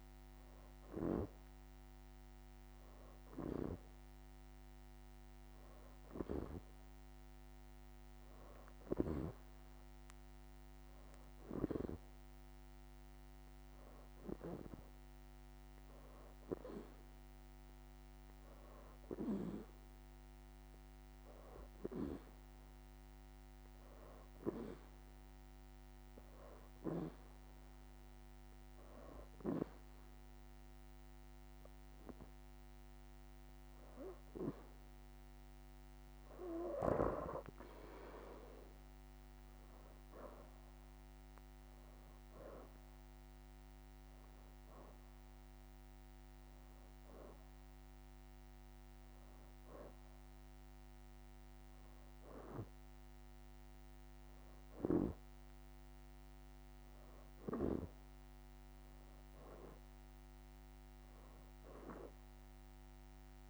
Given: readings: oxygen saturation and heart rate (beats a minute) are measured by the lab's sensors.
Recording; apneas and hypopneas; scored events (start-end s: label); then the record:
breathing in sleep by a microphone on the trachea; 1
2.50-3.50 s: leg movement (device-marked)
7.50-10.50 s: arousal
10.00-11.00 s: leg movement (device-marked)
13.00-23.50 s: leg movement (device-marked)
13.50-36.00 s: hypopnea (oxygen 91% before, 85% lowest, heart rate 85 before, 85 extreme, up 4 after)
33.50-43.00 s: leg movement (device-marked)
39.00-43.00 s: arousal
44.50-48.50 s: leg movement (device-marked)
45.00-61.00 s: oxygen desaturation (device-marked, oxygen 89% before, 85% lowest, heart rate 88 before, 85 extreme)
52.00-61.50 s: leg movement (device-marked)
From the record:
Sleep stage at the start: N2 (light sleep); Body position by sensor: on the back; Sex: female